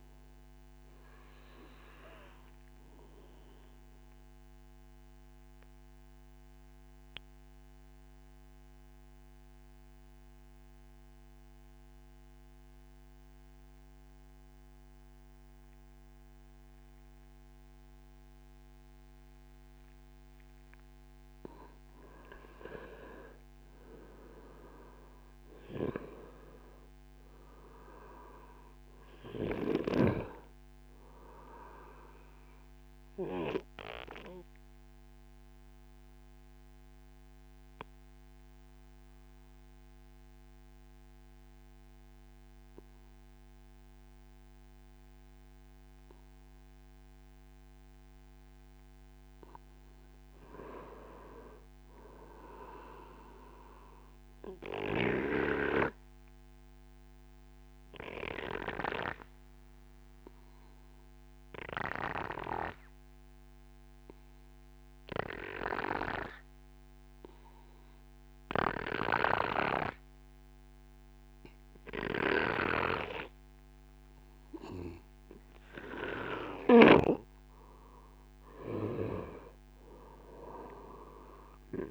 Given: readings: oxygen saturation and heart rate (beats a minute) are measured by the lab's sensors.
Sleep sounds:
breathing in sleep by a microphone on the trachea; 3
3.50-20.00 s: obstructive apnea (oxygen 97% before, 95% lowest, heart rate 75 before, 29 extreme, up 40 after)
12.50-81.91 s: new sleep stage, N2 (light sleep)
23.00-26.00 s: arousal
32.00-46.00 s: obstructive apnea (oxygen 97% before, 93% lowest, heart rate 51 before, 59 extreme, up 10 after)
49.00-52.00 s: arousal
55.50-74.50 s: obstructive apnea (oxygen 97% before, 93% lowest, heart rate 73 before, 62 extreme, up 7 after)
76.50-81.91 s: snoring (device-marked)
77.50-81.91 s: oxygen desaturation (device-marked, oxygen 96% before, 93% lowest, heart rate 66 before, 55 extreme)
79.00-81.91 s: arousal
From the record:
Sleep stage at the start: N1 (lightest sleep); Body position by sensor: on the right side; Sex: male

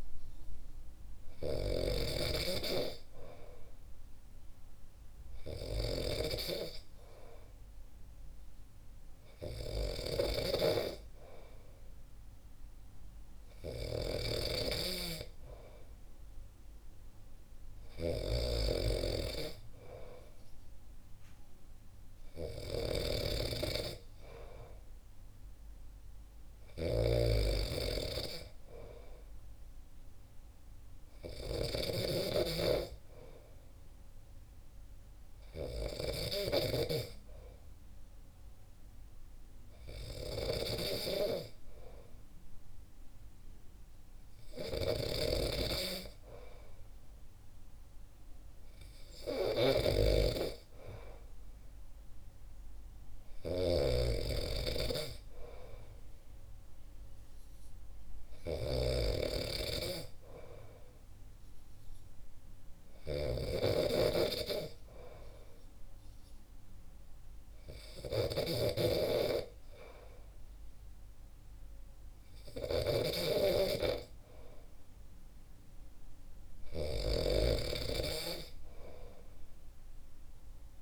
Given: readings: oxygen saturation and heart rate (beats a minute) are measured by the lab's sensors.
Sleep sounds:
breathing in sleep by a room microphone; none
0.00-1.50 s: arousal
0.00-80.82 s: snoring (device-marked)
From the record:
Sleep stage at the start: N2 (light sleep); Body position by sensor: on the back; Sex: male

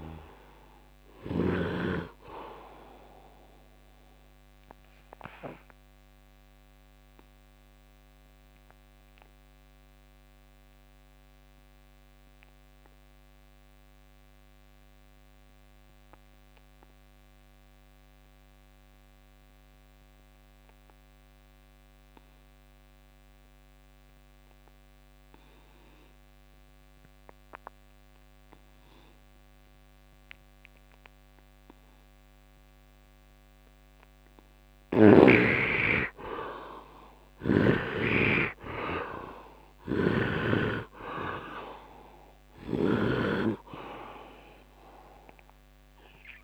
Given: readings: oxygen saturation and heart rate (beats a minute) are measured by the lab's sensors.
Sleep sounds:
breathing in sleep by a microphone on the trachea; 1
0.00-25.50 s: oxygen desaturation (device-marked, oxygen 73% lowest, heart rate 68 extreme)
5.00-32.50 s: obstructive apnea (oxygen 99% before, 70% lowest, heart rate 81 before, 63 extreme, up 9 after)
32.50-46.44 s: oxygen desaturation (device-marked, oxygen 99% before, 71% lowest, heart rate 74 before, 63 extreme)
35.50-40.50 s: arousal
39.50-43.00 s: snoring (device-marked)
From the record:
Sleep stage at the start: N2 (light sleep); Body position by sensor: on the right side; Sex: male

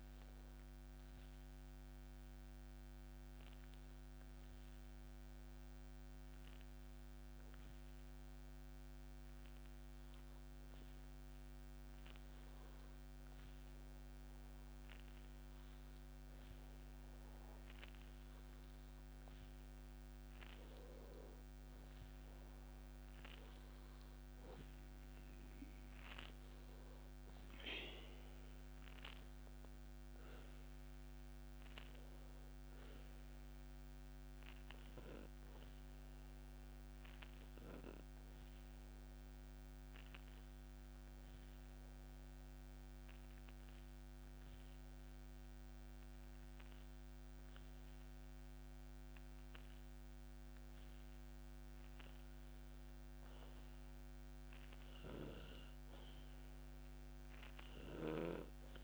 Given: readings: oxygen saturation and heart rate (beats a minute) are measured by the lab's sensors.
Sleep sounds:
breathing in sleep, hard to hear, by a microphone on the trachea; 2
1.50-17.50 s: hypopnea (oxygen 96% before, 92% lowest, heart rate 68 before, 62 extreme, up 2 after)
21.00-26.00 s: arousal
28.00-48.00 s: oxygen desaturation (device-marked, oxygen 97% before, 92% lowest, heart rate 64 before, 61 extreme)
35.50-50.50 s: obstructive apnea (oxygen 97% before, 92% lowest, heart rate 65 before, 61 extreme, up 4 after)
53.50-58.00 s: arousal
From the record:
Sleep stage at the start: N2 (light sleep); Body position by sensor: on the back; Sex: male

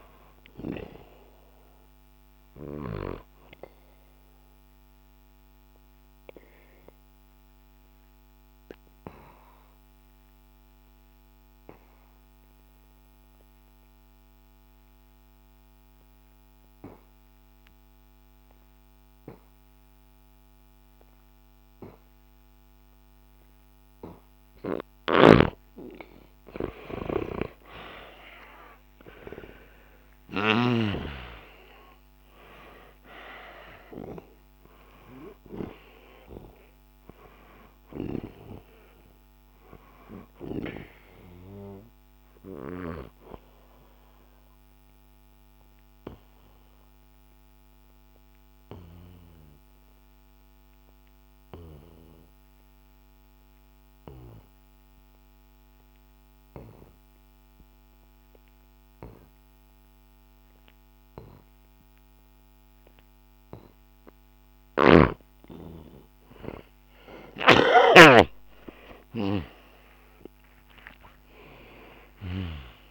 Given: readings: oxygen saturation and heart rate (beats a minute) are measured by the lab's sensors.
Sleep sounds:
breathing in sleep by a microphone on the trachea; 2
0.00-12.50 s: oxygen desaturation (device-marked, oxygen 89% lowest, heart rate 64 extreme)
2.00-23.50 s: obstructive apnea (oxygen 98% before, 88% lowest, heart rate 70 before, 64 extreme, up 2 after)
24.50-30.50 s: snoring (device-marked)
26.50-31.00 s: arousal
28.50-55.50 s: oxygen desaturation (device-marked, oxygen 98% before, 88% lowest, heart rate 67 before, 65 extreme)
41.50-64.00 s: obstructive apnea (oxygen 98% before, 88% lowest, heart rate 67 before, 65 extreme, up 52 after)
64.50-72.50 s: snoring (device-marked)
67.50-72.50 s: arousal
71.50-72.90 s: oxygen desaturation (device-marked, oxygen 98% before, 90% lowest, heart rate 73 before, 64 extreme)
From the record:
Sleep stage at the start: N2 (light sleep); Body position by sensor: on the back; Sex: male

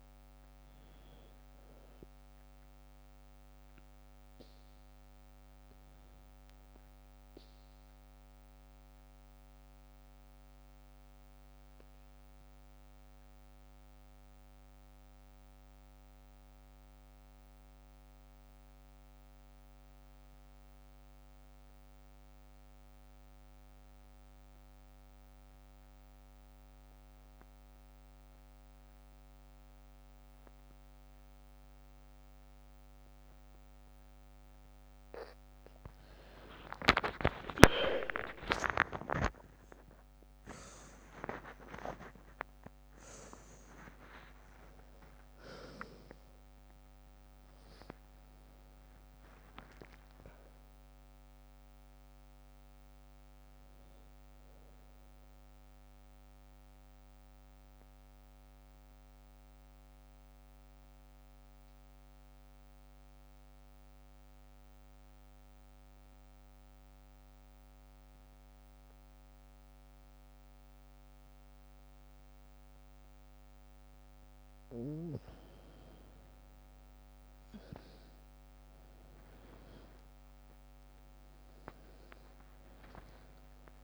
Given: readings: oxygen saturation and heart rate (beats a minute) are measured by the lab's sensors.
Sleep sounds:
breathing in sleep by a microphone on the trachea; 2
0.00-12.50 s: oxygen desaturation (device-marked, oxygen 84% lowest, heart rate 56 extreme)
8.00-35.00 s: obstructive apnea (oxygen 97% before, 83% lowest, heart rate 64 before, 56 extreme, up 4 after)
30.50-66.50 s: oxygen desaturation (device-marked, oxygen 100% before, 83% lowest, heart rate 59 before, 57 extreme)
36.50-40.50 s: arousal
49.00-52.50 s: arousal
56.50-76.00 s: mixed apnea (oxygen 98% before, 83% lowest, heart rate 67 before, 53 extreme, up 3 after)
77.00-82.00 s: arousal
80.50-83.84 s: oxygen desaturation (device-marked, oxygen 100% before, 89% lowest, heart rate 60 before, 53 extreme)
From the record:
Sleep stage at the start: N2 (light sleep); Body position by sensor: on the back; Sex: female

